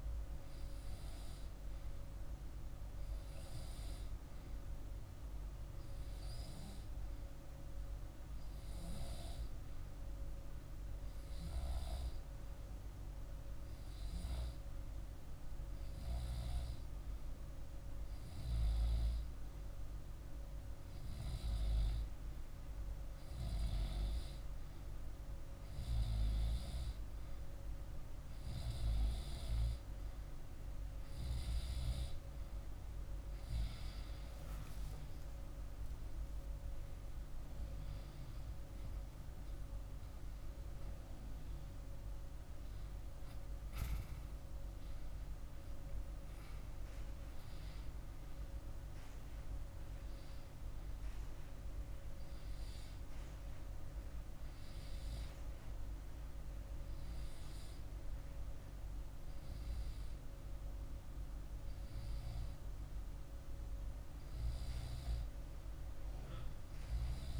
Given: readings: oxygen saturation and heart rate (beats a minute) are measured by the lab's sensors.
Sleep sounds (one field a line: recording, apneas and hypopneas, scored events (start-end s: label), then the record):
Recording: breathing in sleep, hard to hear, by a room microphone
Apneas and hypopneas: 1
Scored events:
0.50-4.50 s: arousal
9.50-28.50 s: hypopnea (oxygen 97% before, 95% lowest, heart rate 48 before, 47 extreme, up 3 after)
30.50-34.00 s: arousal
From the record:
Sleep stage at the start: N2 (light sleep)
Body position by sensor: on the back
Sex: male